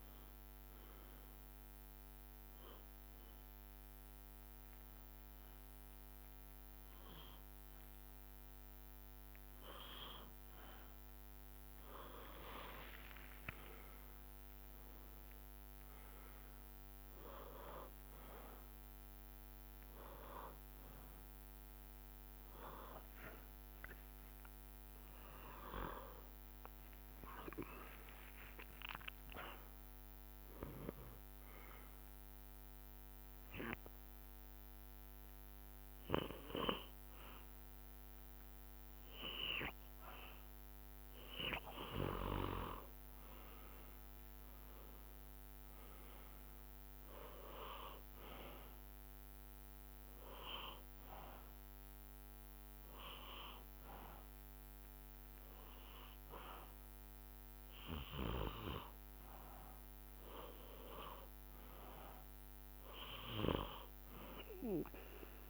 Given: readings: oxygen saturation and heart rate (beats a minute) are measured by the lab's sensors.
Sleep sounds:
breathing in sleep by a microphone on the trachea; 3
0.00-6.00 s: drop in pulse transit time (device-marked, heart rate 69 extreme)
2.00-12.00 s: hypopnea (oxygen 97% before, 93% lowest, heart rate 72 before, 62 extreme, up 10 after)
13.50-18.00 s: arousal
17.00-24.00 s: drop in pulse transit time (device-marked, heart rate 71 before, 63 extreme)
28.00-39.00 s: oxygen desaturation (device-marked, oxygen 97% before, 94% lowest, heart rate 68 before, 59 extreme)
33.00-43.00 s: hypopnea (oxygen 97% before, 93% lowest, heart rate 70 before, 59 extreme, up 12 after)
44.00-47.00 s: arousal
50.00-60.50 s: hypopnea (oxygen 97% before, 93% lowest, heart rate 70 before, 60 extreme, up 15 after)
51.00-53.00 s: bradycardia (device-marked, heart rate 68 before, 63 extreme)
51.00-59.00 s: drop in pulse transit time (device-marked, heart rate 69 before, 59 extreme)
63.00-65.50 s: arousal
From the record:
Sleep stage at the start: N2 (light sleep); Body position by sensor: on the back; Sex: male

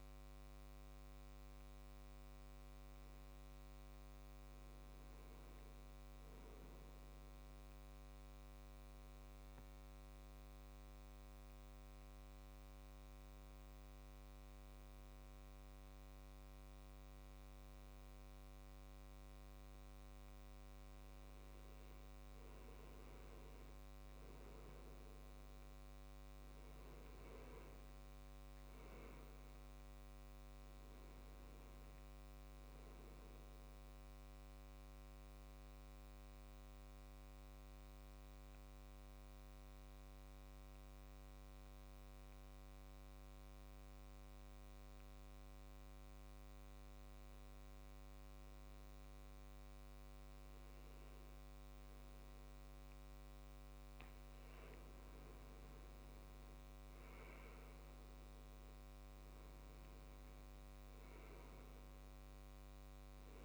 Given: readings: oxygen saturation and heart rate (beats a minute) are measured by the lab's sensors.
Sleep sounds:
breathing in sleep, hard to hear, by a microphone on the trachea; 2
0.00-16.50 s: oxygen desaturation (device-marked, oxygen 93% lowest, heart rate 63 extreme)
9.00-21.50 s: obstructive apnea (oxygen 97% before, 93% lowest, heart rate 69 before, 64 extreme, up 7 after)
24.00-27.50 s: arousal
35.50-51.50 s: obstructive apnea (oxygen 97% before, 93% lowest, heart rate 69 before, 62 extreme, up 7 after)
56.00-59.50 s: arousal
58.50-63.45 s: oxygen desaturation (device-marked, oxygen 97% before, 93% lowest, heart rate 67 before, 62 extreme)
From the record:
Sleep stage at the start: N2 (light sleep); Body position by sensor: on the left side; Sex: male

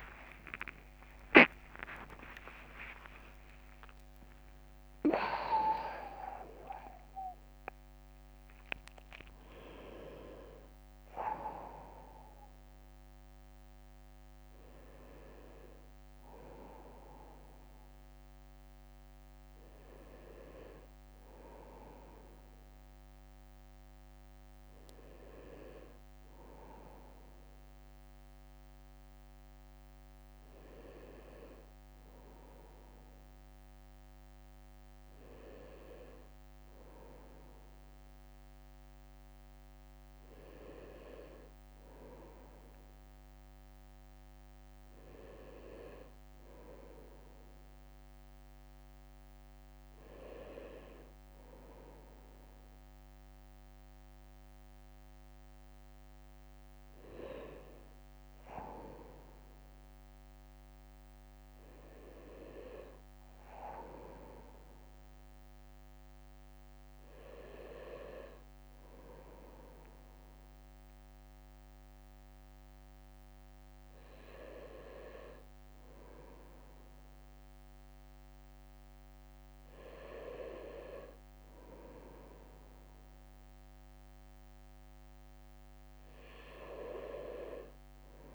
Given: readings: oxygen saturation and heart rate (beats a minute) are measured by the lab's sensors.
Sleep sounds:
breathing in sleep by a microphone on the trachea; none
0.00-1.50 s: arousal
0.00-3.50 s: tachycardia (device-marked, heart rate 123 extreme)
0.00-7.50 s: leg movement (device-marked)
0.00-14.50 s: drop in pulse transit time (device-marked, heart rate 60 extreme)
0.50-2.50 s: long interval between heartbeats (device-marked, heart rate 64 before, 99 extreme)
3.00-5.00 s: long interval between heartbeats (device-marked, heart rate 68 before, 123 extreme)
17.50-46.50 s: bradycardia (device-marked, heart rate 61 before, 57 extreme)
40.00-41.00 s: leg movement (device-marked)
60.50-88.35 s: new sleep stage, N2 (light sleep)
66.50-88.35 s: bradycardia (device-marked, heart rate 61 before, 56 extreme)
From the record:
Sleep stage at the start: N1 (lightest sleep); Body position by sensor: on the right side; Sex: male

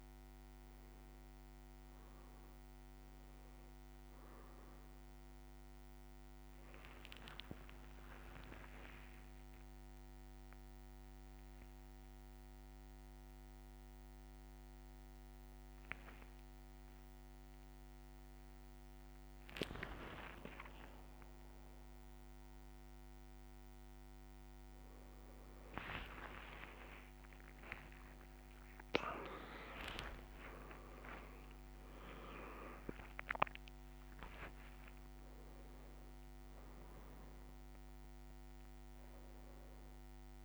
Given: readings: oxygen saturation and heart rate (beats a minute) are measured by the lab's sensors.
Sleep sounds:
a person awake in a sleep study, by a microphone on the trachea; none
8.50-38.50 s: new sleep stage, awake
34.50-40.45 s: oxygen desaturation (device-marked, oxygen 99% before, 95% lowest, heart rate 68 before, 57 extreme)
38.50-40.45 s: new sleep stage, N1 (lightest sleep)
From the record:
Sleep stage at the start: N1 (lightest sleep); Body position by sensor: on the back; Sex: male

